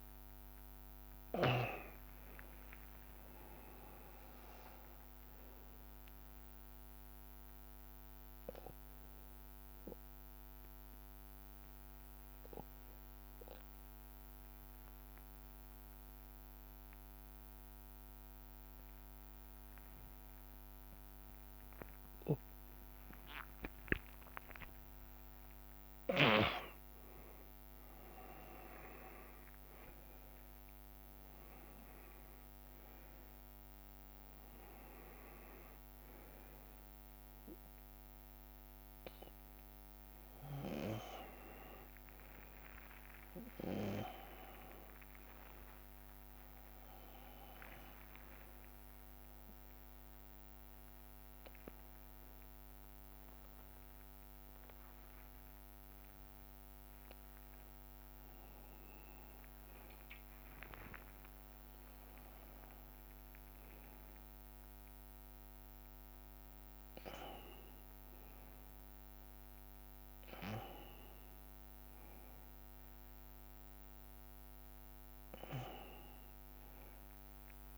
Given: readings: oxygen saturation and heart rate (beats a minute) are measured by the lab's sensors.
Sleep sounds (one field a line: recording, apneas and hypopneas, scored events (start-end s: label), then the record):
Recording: a person awake in a sleep study, by a microphone on the trachea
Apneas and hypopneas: none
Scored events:
0.00-2.00 s: long interval between heartbeats (device-marked, heart rate 93 before, 93 extreme)
16.50-18.50 s: long interval between heartbeats (device-marked, heart rate 92 before, 93 extreme)
21.00-23.00 s: long interval between heartbeats (device-marked, heart rate 92 before, 93 extreme)
25.50-27.50 s: long interval between heartbeats (device-marked, heart rate 93 before, 102 extreme)
32.00-34.00 s: long interval between heartbeats (device-marked, heart rate 97 before, 97 extreme)
46.50-48.50 s: long interval between heartbeats (device-marked, heart rate 97 before, 93 extreme)
48.50-50.50 s: long interval between heartbeats (device-marked, heart rate 95 before, 102 extreme)
50.50-52.50 s: long interval between heartbeats (device-marked, heart rate 95 before, 121 extreme)
52.50-54.50 s: long interval between heartbeats (device-marked, heart rate 98 before, 160 extreme)
54.50-56.50 s: long interval between heartbeats (device-marked, heart rate 105 before, 187 extreme)
57.50-59.50 s: long interval between heartbeats (device-marked, heart rate 121 before, 188 extreme)
60.00-62.00 s: long interval between heartbeats (device-marked, heart rate 131 before, 179 extreme)
66.00-68.00 s: long interval between heartbeats (device-marked, heart rate 148 before, 95 extreme)
74.00-76.00 s: long interval between heartbeats (device-marked, heart rate 140 before, 94 extreme)
From the record:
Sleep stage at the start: awake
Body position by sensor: on the right side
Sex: male